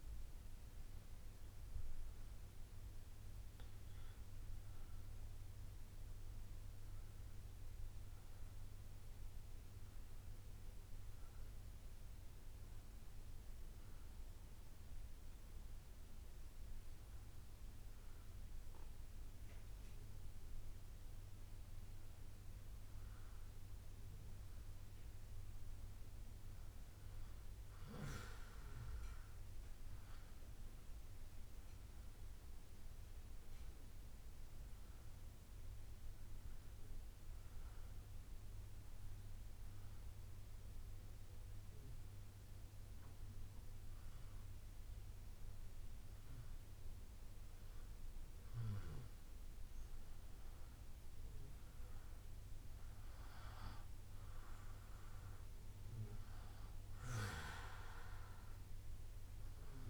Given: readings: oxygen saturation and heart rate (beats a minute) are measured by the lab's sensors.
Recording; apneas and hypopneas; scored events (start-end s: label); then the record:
breathing in sleep by a room microphone; 2
7.00-59.90 s: new sleep stage, N2 (light sleep)
12.00-22.50 s: hypopnea (oxygen 97% before, 93% lowest, heart rate 61 before, 58 extreme, up 0 after)
22.00-28.00 s: bradycardia (device-marked, heart rate 79 before, 59 extreme)
25.00-29.50 s: arousal
39.00-49.00 s: bradycardia (device-marked, heart rate 78 before, 58 extreme)
39.00-50.00 s: hypopnea (oxygen 97% before, 93% lowest, heart rate 60 before, 58 extreme, up 2 after)
51.50-56.00 s: arousal
58.00-59.90 s: oxygen desaturation (device-marked, oxygen 97% before, 93% lowest, heart rate 59 before, 59 extreme)
From the record:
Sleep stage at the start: N1 (lightest sleep); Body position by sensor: on the back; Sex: male